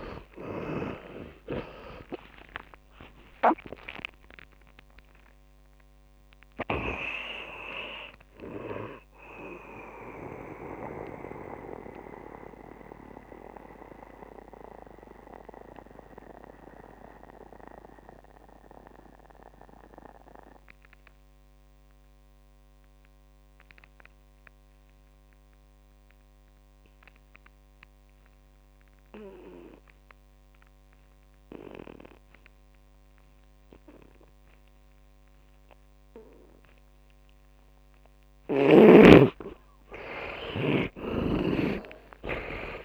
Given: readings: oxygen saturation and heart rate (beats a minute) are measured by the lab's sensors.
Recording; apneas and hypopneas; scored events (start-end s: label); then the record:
breathing in sleep by a microphone on the trachea; 1
0.00-2.50 s: arousal
0.00-28.00 s: oxygen desaturation (device-marked, oxygen 79% lowest)
10.00-38.50 s: mixed apnea (oxygen 100% before, 79% lowest)
39.50-42.85 s: arousal
From the record:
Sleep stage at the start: N2 (light sleep); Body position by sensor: on the back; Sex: male